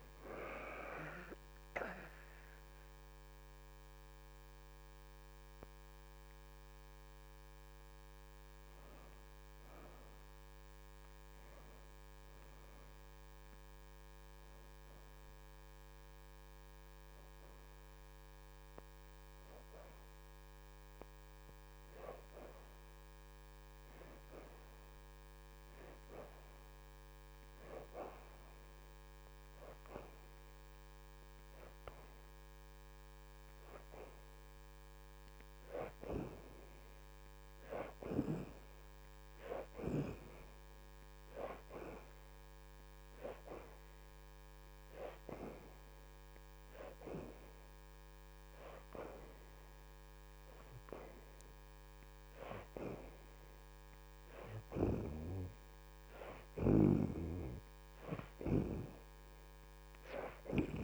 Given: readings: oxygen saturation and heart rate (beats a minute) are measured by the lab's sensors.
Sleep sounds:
breathing in sleep by a microphone on the trachea; none
48.50-60.84 s: oxygen desaturation (device-marked, oxygen 74% before, 63% lowest, heart rate 108 before, 102 extreme)
From the record:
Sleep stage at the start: N2 (light sleep); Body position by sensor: on the back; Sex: female

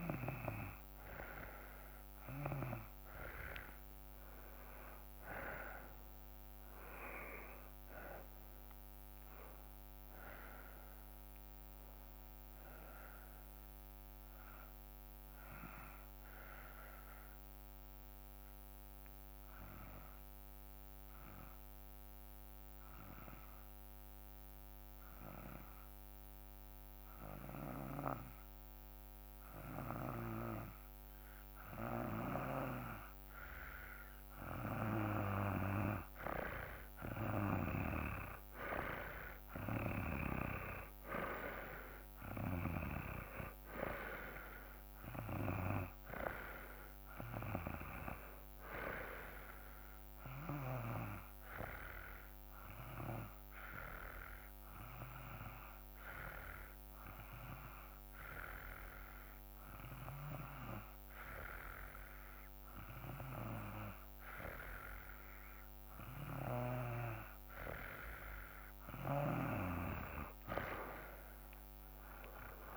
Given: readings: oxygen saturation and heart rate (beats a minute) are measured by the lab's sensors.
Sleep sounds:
breathing in sleep by a microphone on the trachea; 2
0.00-10.00 s: oxygen desaturation (device-marked, oxygen 88% lowest, heart rate 55 extreme)
11.50-15.00 s: arousal
17.50-33.50 s: obstructive apnea (oxygen 96% before, 86% lowest, heart rate 58 before, 55 extreme, up 5 after)
33.00-58.00 s: oxygen desaturation (device-marked, oxygen 96% before, 86% lowest, heart rate 56 before, 56 extreme)
36.50-40.50 s: arousal
52.00-67.50 s: hypopnea (oxygen 96% before, 87% lowest, heart rate 58 before, 54 extreme, up 3 after)
From the record:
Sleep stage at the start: N2 (light sleep); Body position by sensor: on the back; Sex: male

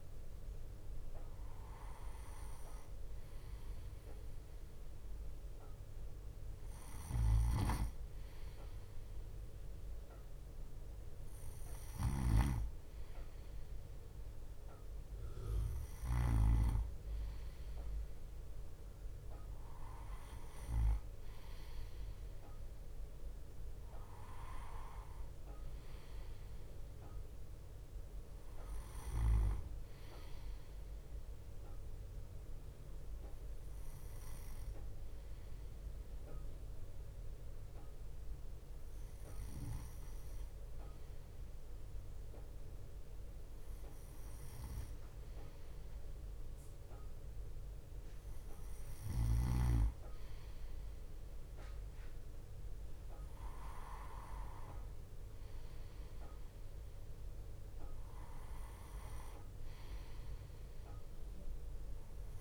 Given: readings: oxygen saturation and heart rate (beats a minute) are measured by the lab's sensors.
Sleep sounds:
breathing in sleep by a room microphone; none
7.00-16.50 s: snoring (device-marked)
From the record:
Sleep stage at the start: N2 (light sleep); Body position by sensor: on the right side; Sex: male

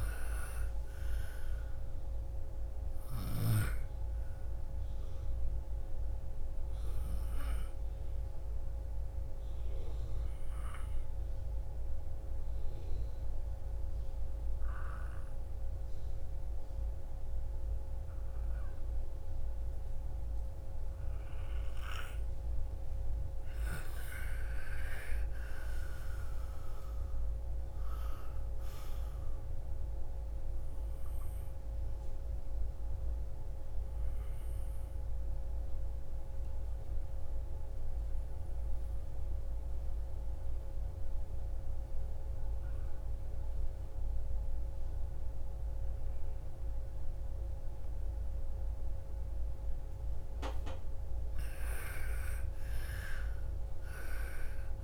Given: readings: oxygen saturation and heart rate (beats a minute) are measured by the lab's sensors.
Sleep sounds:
breathing in sleep by a room microphone; 2
0.00-18.00 s: oxygen desaturation (device-marked, oxygen 98% before, 86% lowest, heart rate 45 before, 37 extreme)
11.50-22.50 s: obstructive apnea (oxygen 98% before, 84% lowest, heart rate 49 before, 29 extreme, up 26 after)
23.50-27.00 s: arousal
27.00-52.00 s: oxygen desaturation (device-marked, oxygen 98% before, 89% lowest, heart rate 44 before, 28 extreme)
34.00-50.50 s: obstructive apnea (oxygen 98% before, 84% lowest, heart rate 51 before, 28 extreme, up 49 after)
52.00-54.84 s: arousal
From the record:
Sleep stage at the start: N2 (light sleep); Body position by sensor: on the back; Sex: female

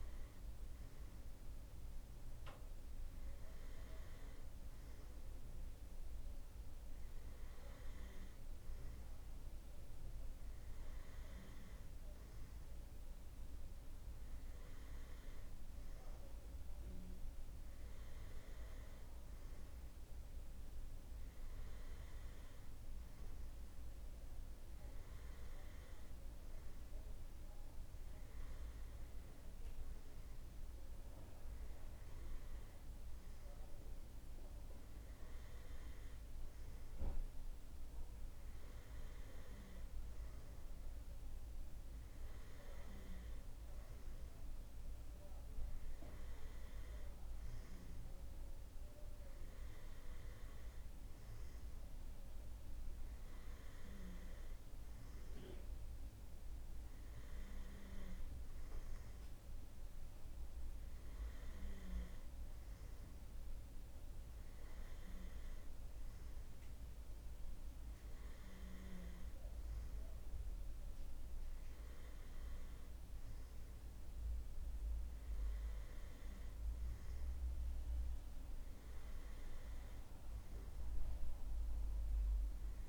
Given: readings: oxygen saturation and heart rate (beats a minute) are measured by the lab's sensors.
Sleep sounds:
breathing in sleep, hard to hear, by a room microphone; none
none scored
From the record:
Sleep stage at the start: N2 (light sleep); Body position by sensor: on the right side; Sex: male

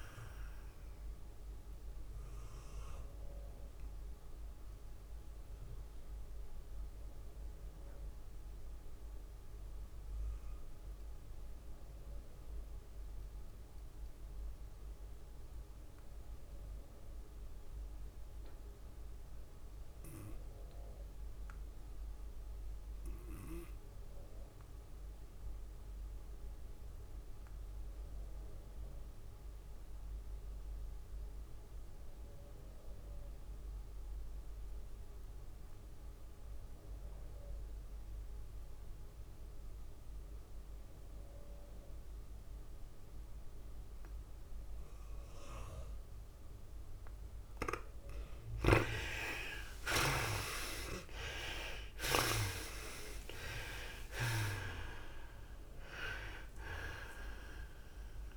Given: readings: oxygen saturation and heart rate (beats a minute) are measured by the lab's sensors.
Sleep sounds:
breathing in sleep by a room microphone; 1
0.00-11.50 s: oxygen desaturation (device-marked, oxygen 81% lowest, heart rate 95 extreme)
0.00-16.50 s: tachycardia (device-marked, heart rate 117 extreme)
5.00-48.00 s: obstructive apnea (oxygen 99% before, 60% lowest, heart rate 114 before, 91 extreme, up 22 after)
13.50-58.37 s: oxygen desaturation (device-marked, oxygen 97% before, 60% lowest, heart rate 111 before, 91 extreme)
14.00-16.00 s: long interval between heartbeats (device-marked, heart rate 111 before, 106 extreme)
18.50-20.50 s: long interval between heartbeats (device-marked, heart rate 110 before, 95 extreme)
22.50-32.50 s: tachycardia (device-marked, heart rate 106 before, 105 extreme)
34.00-36.00 s: long interval between heartbeats (device-marked, heart rate 102 before, 103 extreme)
45.50-58.37 s: new sleep stage, N2 (light sleep)
48.50-58.37 s: tachycardia (device-marked, heart rate 105 before, 116 extreme)
50.00-54.50 s: arousal
51.50-58.37 s: drop in pulse transit time (device-marked, heart rate 97 before, 103 extreme)
From the record:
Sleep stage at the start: REM sleep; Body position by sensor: on the back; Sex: female

